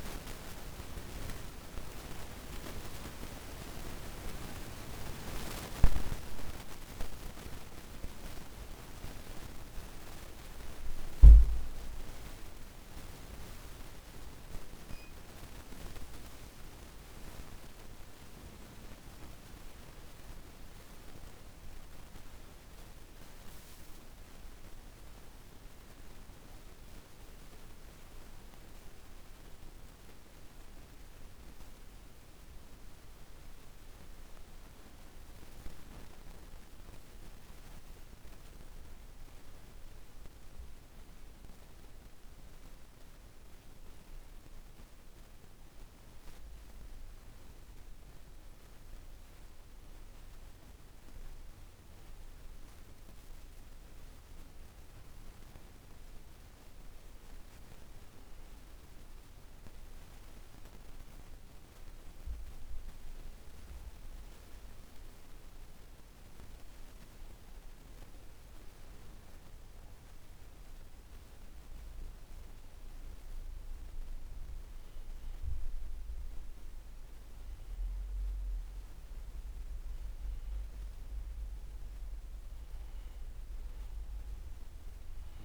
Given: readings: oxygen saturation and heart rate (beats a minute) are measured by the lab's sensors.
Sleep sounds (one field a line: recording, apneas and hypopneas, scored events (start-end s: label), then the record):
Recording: breathing in sleep by a room microphone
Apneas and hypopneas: 3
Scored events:
4.00-16.00 s: hypopnea (oxygen 98% before, 93% lowest, heart rate 60 before, 62 extreme, up 10 after)
17.50-22.00 s: arousal
41.00-54.00 s: hypopnea (oxygen 97% before, 93% lowest, heart rate 67 before, 62 extreme, up 3 after)
56.50-61.00 s: arousal
59.00-74.00 s: oxygen desaturation (device-marked, oxygen 96% before, 93% lowest, heart rate 63 before, 63 extreme)
65.50-77.00 s: hypopnea (oxygen 97% before, 93% lowest, heart rate 64 before, 63 extreme, up 3 after)
80.50-84.50 s: arousal
From the record:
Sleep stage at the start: N2 (light sleep)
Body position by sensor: on the back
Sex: male